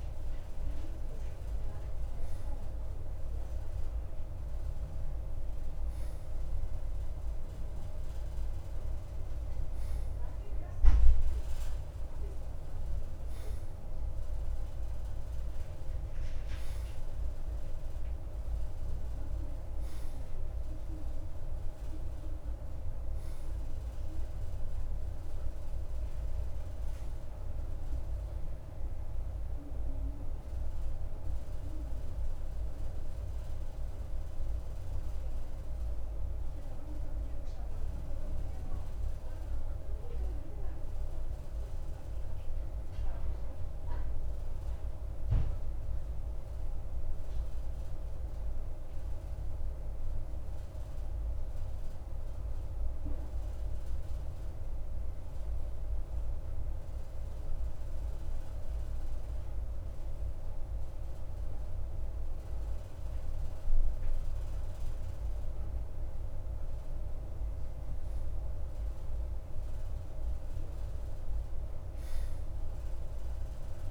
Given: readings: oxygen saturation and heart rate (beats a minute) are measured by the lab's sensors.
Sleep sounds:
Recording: breathing in sleep, hard to hear, by a room microphone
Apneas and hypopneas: 1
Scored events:
41.00-61.50 s: mixed apnea (oxygen 94% before, 92% lowest, heart rate 55 before, 52 extreme)
71.00-73.91 s: arousal
From the record:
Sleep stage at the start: N2 (light sleep)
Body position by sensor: on the right side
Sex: male

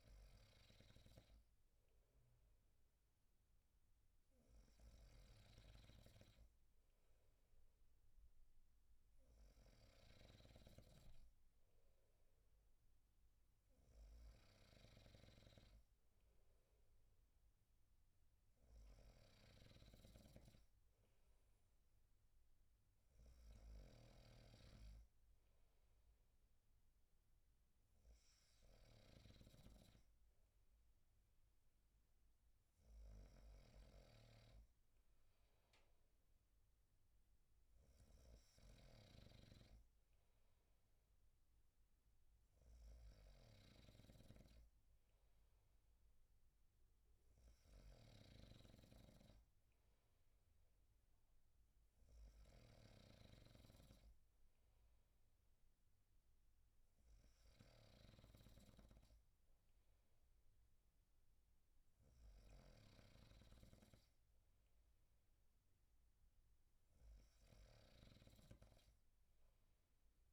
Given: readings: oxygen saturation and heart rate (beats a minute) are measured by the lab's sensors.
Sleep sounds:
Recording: breathing in sleep by a room microphone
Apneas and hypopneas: none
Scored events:
0.50-15.00 s: snoring (device-marked)
23.50-29.50 s: snoring (device-marked)
37.50-58.50 s: snoring (device-marked)
68.00-70.33 s: snoring (device-marked)
From the record:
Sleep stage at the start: N2 (light sleep)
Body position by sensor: on the right side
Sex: male

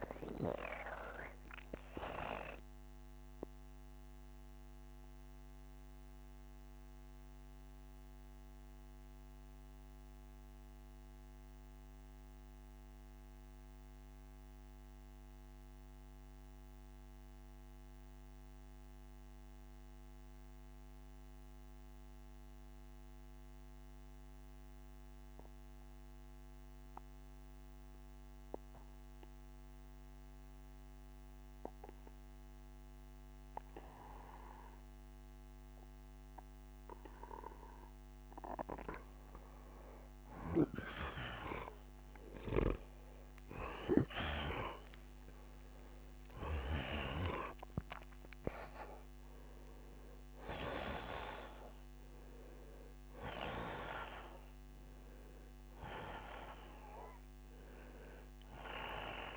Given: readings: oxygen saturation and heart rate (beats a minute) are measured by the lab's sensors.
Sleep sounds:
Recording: breathing in sleep by a microphone on the trachea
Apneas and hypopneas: 1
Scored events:
0.00-1.50 s: oxygen desaturation (device-marked, oxygen 88% lowest, heart rate 66 extreme)
1.00-35.50 s: mixed apnea (oxygen 95% before, 88% lowest, heart rate 86 before, 58 extreme, up 9 after)
24.50-31.50 s: bradycardia (device-marked, heart rate 72 before, 58 extreme)
29.50-59.37 s: oxygen desaturation (device-marked, oxygen 97% before, 88% lowest, heart rate 66 before, 63 extreme)
40.00-44.50 s: arousal
From the record:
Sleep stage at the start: N2 (light sleep)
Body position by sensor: on the back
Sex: male

